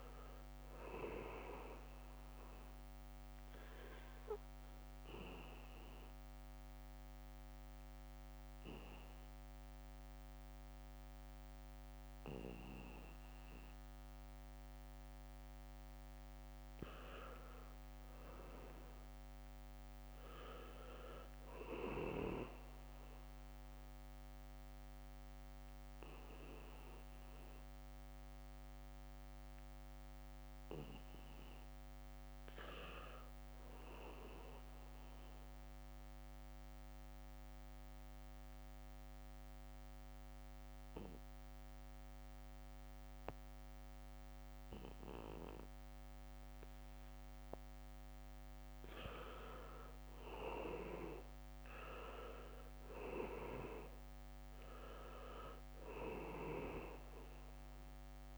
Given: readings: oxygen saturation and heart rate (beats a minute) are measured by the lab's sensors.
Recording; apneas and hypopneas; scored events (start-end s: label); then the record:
breathing in sleep by a microphone on the trachea; 2
0.00-15.00 s: oxygen desaturation (device-marked, oxygen 87% lowest, heart rate 70 extreme)
3.00-12.00 s: leg movement (device-marked)
5.50-16.50 s: obstructive apnea (oxygen 99% before, 86% lowest, heart rate 75 before, 72 extreme, up 3 after)
17.50-22.50 s: leg movement (device-marked)
18.00-21.50 s: arousal
26.00-37.00 s: oxygen desaturation (device-marked, oxygen 98% before, 93% lowest, heart rate 73 before, 67 extreme)
37.50-48.50 s: obstructive apnea (oxygen 98% before, 86% lowest, heart rate 74 before, 67 extreme)
46.00-58.37 s: oxygen desaturation (device-marked, oxygen 98% before, 86% lowest, heart rate 74 before, 67 extreme)
49.00-57.50 s: leg movement (device-marked)
51.00-56.00 s: arousal
From the record:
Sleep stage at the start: N2 (light sleep); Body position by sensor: on the back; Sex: male